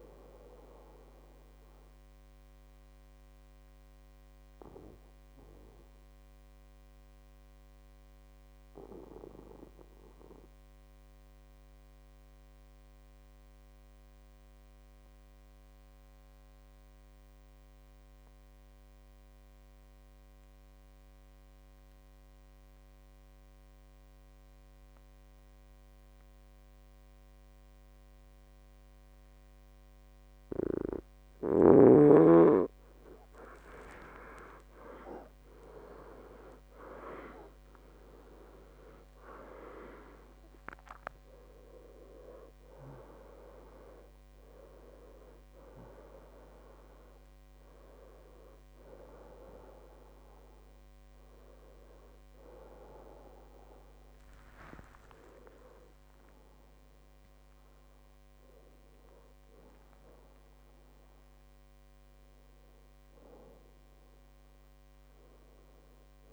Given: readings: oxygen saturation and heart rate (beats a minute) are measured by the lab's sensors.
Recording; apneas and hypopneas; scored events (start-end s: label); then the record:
breathing in sleep by a microphone on the trachea; 1
0.00-17.50 s: oxygen desaturation (device-marked, oxygen 93% lowest, heart rate 62 extreme)
1.50-31.50 s: obstructive apnea (oxygen 98% before, 90% lowest, heart rate 72 before, 62 extreme, up 17 after)
33.00-36.00 s: arousal
33.50-63.50 s: oxygen desaturation (device-marked, oxygen 98% before, 90% lowest, heart rate 65 before, 62 extreme)
43.00-45.00 s: long interval between heartbeats (device-marked, heart rate 70 before, 85 extreme)
56.00-60.50 s: arousal
From the record:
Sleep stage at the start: N1 (lightest sleep); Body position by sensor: on the back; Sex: male